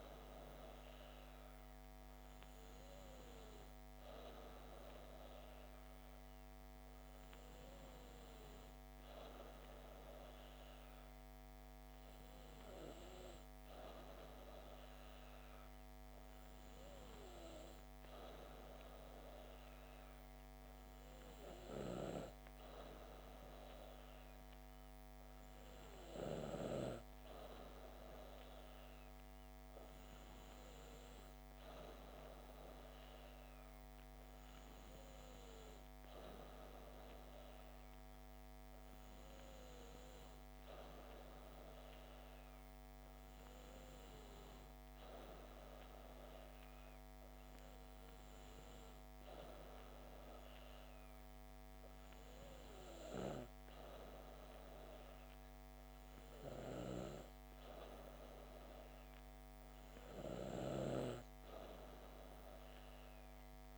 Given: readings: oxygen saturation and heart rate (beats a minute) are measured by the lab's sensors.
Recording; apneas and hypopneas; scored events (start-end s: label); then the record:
breathing in sleep by a microphone on the trachea; none
none scored
From the record:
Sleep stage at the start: N2 (light sleep); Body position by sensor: on the back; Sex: female